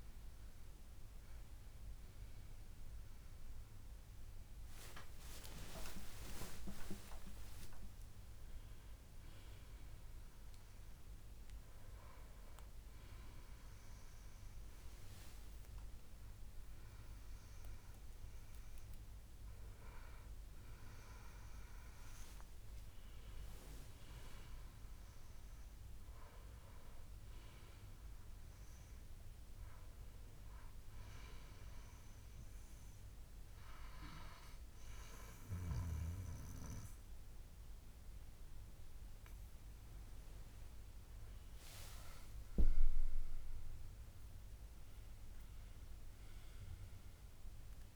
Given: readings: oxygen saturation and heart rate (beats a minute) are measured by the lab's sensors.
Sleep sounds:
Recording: breathing in sleep by a room microphone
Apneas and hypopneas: 1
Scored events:
8.00-14.00 s: oxygen desaturation (device-marked, oxygen 92% before, 87% lowest, heart rate 77 before, 60 extreme)
16.50-21.00 s: arousal
21.00-23.00 s: long interval between heartbeats (device-marked, heart rate 72 before, 68 extreme)
29.50-41.00 s: hypopnea (oxygen 99% before, 95% lowest, heart rate 71 before, 61 extreme, up 5 after)
From the record:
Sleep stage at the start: N1 (lightest sleep)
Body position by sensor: on the back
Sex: male

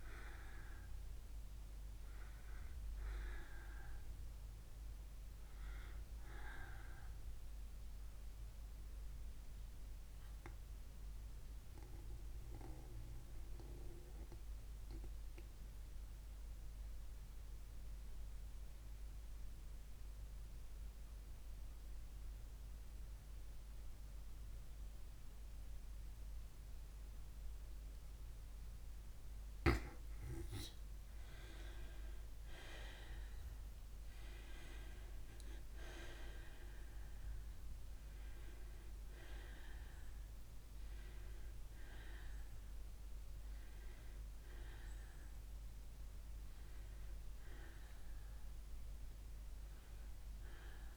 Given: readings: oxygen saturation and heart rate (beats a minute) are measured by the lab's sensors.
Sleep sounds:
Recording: breathing in sleep by a room microphone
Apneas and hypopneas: 1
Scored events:
0.00-22.00 s: oxygen desaturation (device-marked, oxygen 86% lowest, heart rate 52 extreme)
7.50-28.00 s: mixed apnea (oxygen 96% before, 86% lowest, heart rate 76 before, 52 extreme, up 10 after)
31.00-35.00 s: arousal
38.00-50.97 s: oxygen desaturation (device-marked, oxygen 97% before, 86% lowest, heart rate 61 before, 55 extreme)
48.00-50.97 s: arousal
From the record:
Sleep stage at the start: N2 (light sleep)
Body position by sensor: on the back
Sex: female

